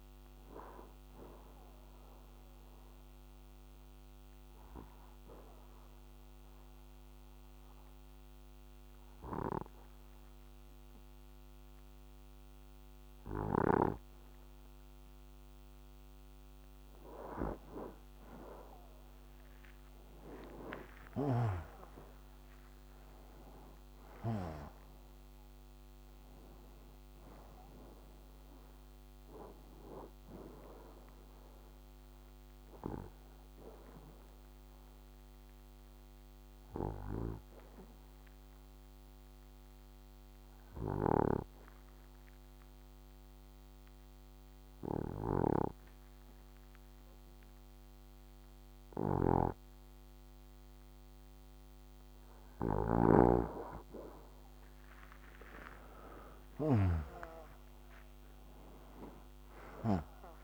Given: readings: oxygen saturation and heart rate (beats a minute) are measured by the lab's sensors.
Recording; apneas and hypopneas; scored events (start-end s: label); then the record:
breathing in sleep by a microphone on the trachea; 2
1.50-16.50 s: obstructive apnea (oxygen 94% before, 90% lowest, heart rate 83 before, 65 extreme, up 18 after)
18.00-22.00 s: arousal
24.00-43.00 s: oxygen desaturation (device-marked, oxygen 95% before, 91% lowest, heart rate 73 before, 65 extreme)
33.00-53.50 s: mixed apnea (oxygen 95% before, 90% lowest, heart rate 79 before, 61 extreme, up 15 after)
55.50-60.43 s: arousal
56.00-60.43 s: oxygen desaturation (device-marked, oxygen 95% before, 90% lowest, heart rate 73 before, 61 extreme)
From the record:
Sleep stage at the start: N2 (light sleep); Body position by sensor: on the right side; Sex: male